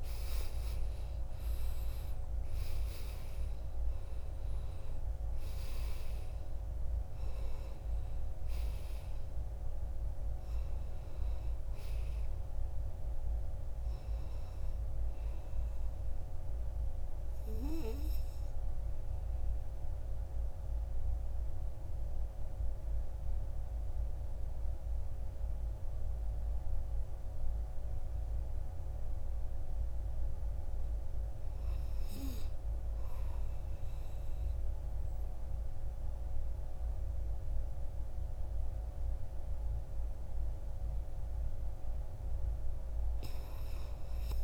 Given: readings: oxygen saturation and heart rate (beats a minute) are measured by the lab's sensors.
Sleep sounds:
breathing in sleep, hard to hear, by a room microphone; 1
0.00-22.00 s: oxygen desaturation (device-marked, oxygen 78% lowest, heart rate 46 extreme)
19.00-30.00 s: obstructive apnea (oxygen 94% before, 87% lowest, heart rate 67 before, 46 extreme, up 2 after)
31.00-33.00 s: long interval between heartbeats (device-marked, heart rate 55 before, 53 extreme)
32.00-36.50 s: arousal
41.00-44.44 s: oxygen desaturation (device-marked, oxygen 99% before, 87% lowest, heart rate 50 before, 55 extreme)
From the record:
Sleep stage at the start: N2 (light sleep); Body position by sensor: on the back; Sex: male

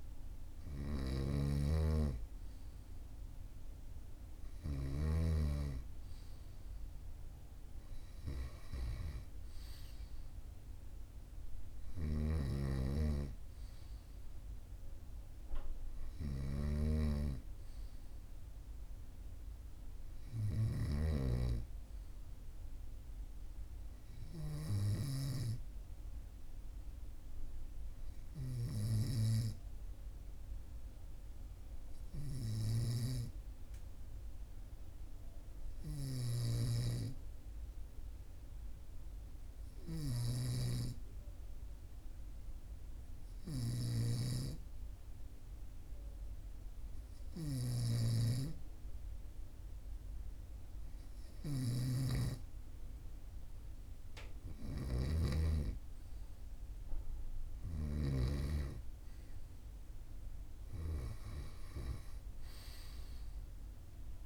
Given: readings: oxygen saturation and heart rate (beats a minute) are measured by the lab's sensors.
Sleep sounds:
breathing in sleep by a room microphone; 1
1.00-5.50 s: snoring (device-marked)
12.00-21.00 s: snoring (device-marked)
29.00-51.00 s: hypopnea (oxygen 97% before, 96% lowest, heart rate 43 before, 42 extreme, up 2 after)
51.50-58.50 s: snoring (device-marked)
52.50-55.50 s: arousal
From the record:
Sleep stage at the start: N2 (light sleep); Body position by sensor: on the right side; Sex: male

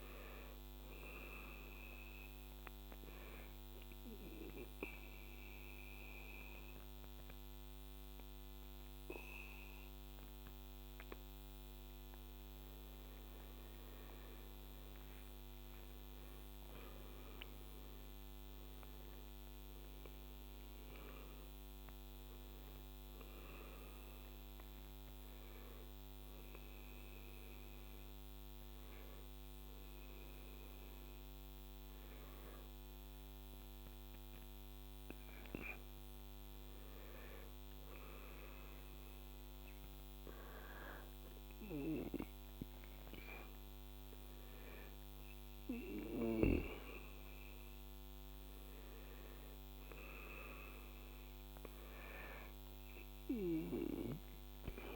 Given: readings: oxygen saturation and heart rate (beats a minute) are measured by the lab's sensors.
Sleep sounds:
breathing in sleep by a microphone on the trachea; 2
3.00-15.00 s: obstructive apnea (oxygen 96% before, 88% lowest, heart rate 82 before, 75 extreme, up 4 after)
16.50-20.50 s: arousal
17.50-34.50 s: oxygen desaturation (device-marked, oxygen 95% before, 88% lowest, heart rate 80 before, 75 extreme)
26.00-37.50 s: hypopnea (oxygen 95% before, 87% lowest, heart rate 78 before, 78 extreme, up 5 after)
44.00-48.00 s: arousal
From the record:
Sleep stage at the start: N2 (light sleep); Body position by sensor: on the back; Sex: male

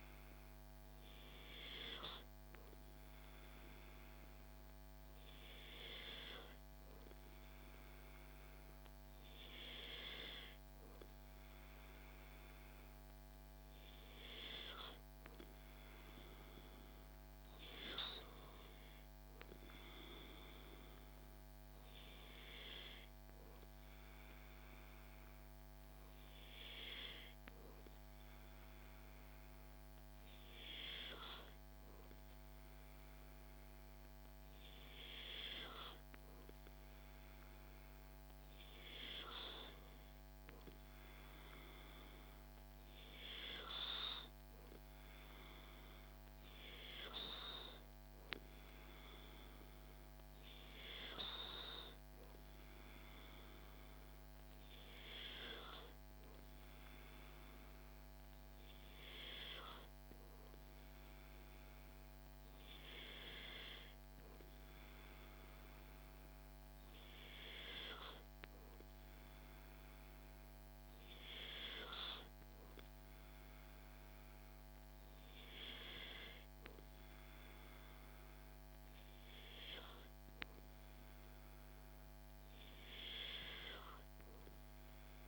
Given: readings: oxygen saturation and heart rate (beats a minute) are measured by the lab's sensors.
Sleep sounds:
breathing in sleep by a microphone on the trachea; none
none scored
From the record:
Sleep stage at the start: N2 (light sleep); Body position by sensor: on the back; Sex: male

